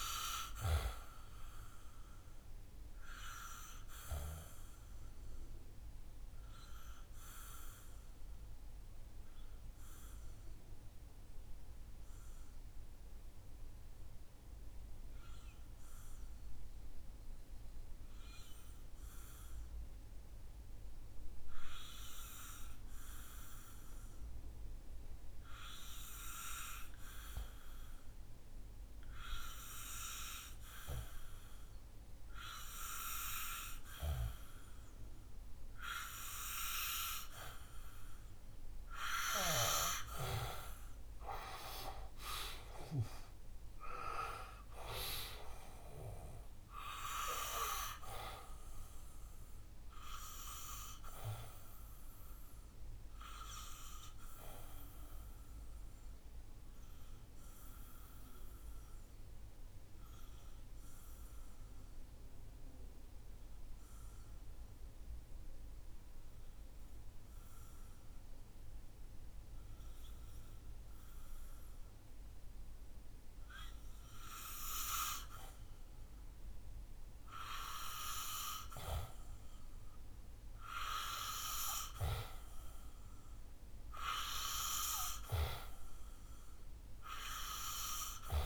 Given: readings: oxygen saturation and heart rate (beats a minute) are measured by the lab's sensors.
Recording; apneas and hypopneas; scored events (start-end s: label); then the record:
breathing in sleep by a room microphone; 2
0.00-19.50 s: oxygen desaturation (device-marked, oxygen 90% lowest, heart rate 59 extreme)
2.50-38.00 s: obstructive apnea (oxygen 99% before, 90% lowest, heart rate 67 before, 59 extreme, up 9 after)
34.50-67.50 s: oxygen desaturation (device-marked, oxygen 97% before, 90% lowest, heart rate 63 before, 62 extreme)
40.00-44.50 s: arousal
52.00-75.50 s: obstructive apnea (oxygen 97% before, 90% lowest, heart rate 69 before, 62 extreme, up 2 after)
77.50-81.00 s: arousal
From the record:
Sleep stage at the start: N2 (light sleep); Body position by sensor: on the back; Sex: male